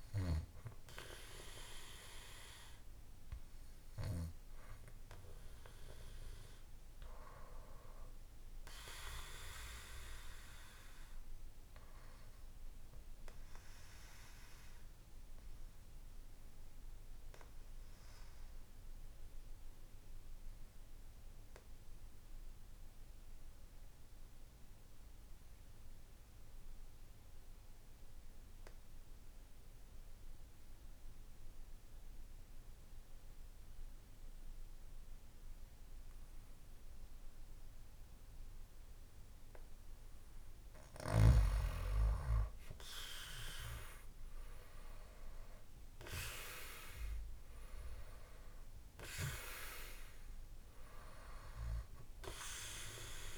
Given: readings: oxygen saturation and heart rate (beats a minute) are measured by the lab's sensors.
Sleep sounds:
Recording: breathing in sleep by a room microphone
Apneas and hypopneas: 1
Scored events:
8.50-25.50 s: oxygen desaturation (device-marked, oxygen 97% before, 90% lowest, heart rate 60 before, 56 extreme)
10.00-39.00 s: obstructive apnea (oxygen 97% before, 90% lowest, heart rate 60 before, 55 extreme, up 6 after)
42.50-46.50 s: arousal
From the record:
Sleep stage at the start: N2 (light sleep)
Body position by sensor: on the back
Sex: male

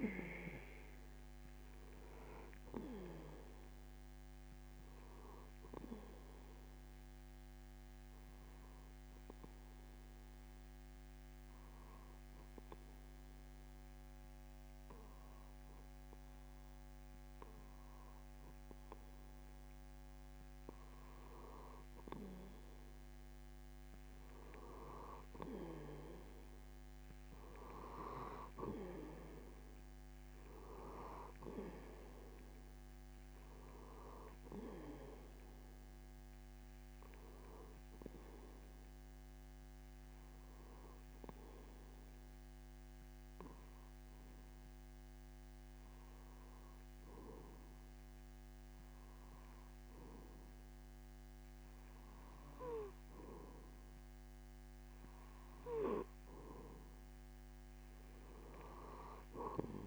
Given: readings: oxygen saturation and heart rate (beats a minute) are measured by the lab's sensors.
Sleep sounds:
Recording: breathing in sleep by a microphone on the trachea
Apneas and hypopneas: 2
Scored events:
8.00-21.00 s: obstructive apnea (oxygen 94% before, 91% lowest)
24.50-28.00 s: arousal
38.50-53.50 s: hypopnea (oxygen 95% before, 91% lowest)
56.00-59.50 s: arousal
From the record:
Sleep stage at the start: N2 (light sleep)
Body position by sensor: on the back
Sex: male

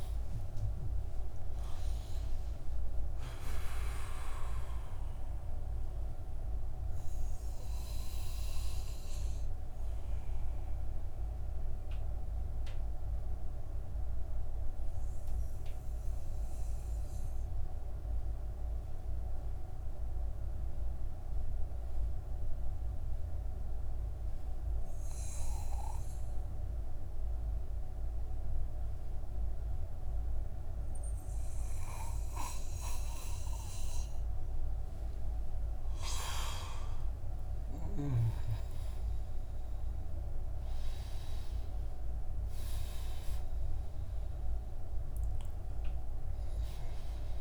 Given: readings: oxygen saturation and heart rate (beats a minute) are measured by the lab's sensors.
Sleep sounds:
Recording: breathing in sleep by a room microphone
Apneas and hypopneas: 1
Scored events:
0.00-1.00 s: arousal
0.00-27.00 s: oxygen desaturation (device-marked, oxygen 90% lowest)
5.00-37.50 s: obstructive apnea (oxygen 97% before, 90% lowest)
39.00-44.00 s: arousal
From the record:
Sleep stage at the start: N2 (light sleep)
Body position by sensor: on the back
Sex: male

